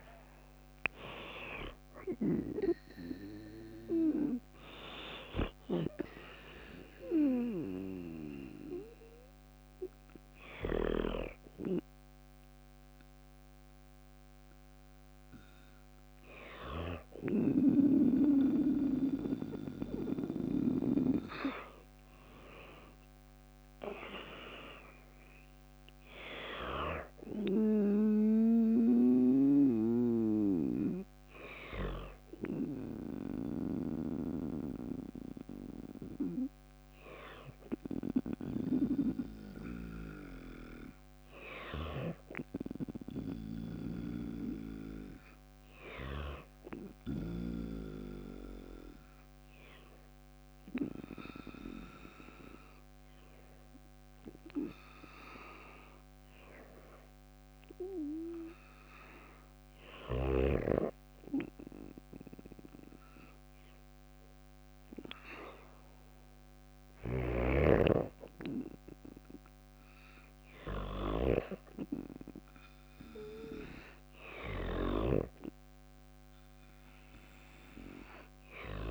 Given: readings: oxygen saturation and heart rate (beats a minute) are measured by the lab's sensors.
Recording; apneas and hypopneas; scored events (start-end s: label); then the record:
breathing in sleep by a microphone on the trachea; 1
1.50-23.50 s: oxygen desaturation (device-marked, oxygen 90% before, 83% lowest, heart rate 62 before, 56 extreme)
21.00-25.00 s: arousal
42.50-46.50 s: snoring (device-marked)
47.50-58.50 s: obstructive apnea (oxygen 98% before, 93% lowest, heart rate 59 before, 57 extreme, up 1 after)
61.00-64.50 s: arousal
61.50-76.50 s: oxygen desaturation (device-marked, oxygen 96% before, 93% lowest, heart rate 59 before, 56 extreme)
From the record:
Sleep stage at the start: N2 (light sleep); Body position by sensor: on the back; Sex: female